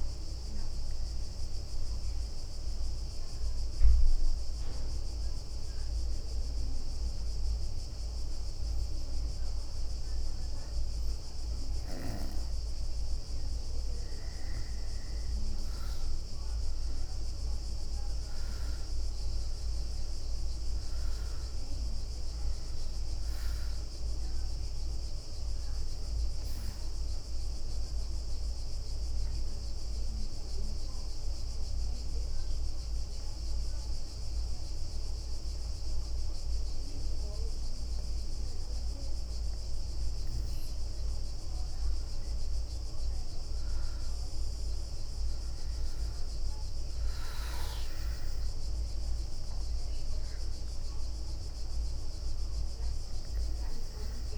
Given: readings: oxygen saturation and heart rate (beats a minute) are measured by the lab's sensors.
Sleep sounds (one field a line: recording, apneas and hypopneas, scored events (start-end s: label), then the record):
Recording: breathing in sleep, hard to hear, by a room microphone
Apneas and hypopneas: 2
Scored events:
0.00-7.50 s: bradycardia (device-marked, heart rate 57 extreme)
0.00-13.50 s: oxygen desaturation (device-marked, oxygen 92% lowest, heart rate 52 extreme)
2.00-12.00 s: obstructive apnea (oxygen 97% before, 90% lowest, heart rate 65 before, 52 extreme, up 16 after)
15.50-20.00 s: arousal
20.50-37.50 s: oxygen desaturation (device-marked, oxygen 98% before, 90% lowest, heart rate 62 before, 52 extreme)
23.50-37.50 s: bradycardia (device-marked, heart rate 65 before, 52 extreme)
27.00-41.00 s: obstructive apnea (oxygen 98% before, 90% lowest, heart rate 66 before, 55 extreme, up 20 after)
42.50-54.38 s: new sleep stage, N1 (lightest sleep)
45.50-49.50 s: arousal
48.00-50.50 s: leg movement (device-marked)
51.50-54.38 s: oxygen desaturation (device-marked, oxygen 98% before, 93% lowest, heart rate 64 before, 61 extreme)
From the record:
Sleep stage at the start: N2 (light sleep)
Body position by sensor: on the back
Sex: female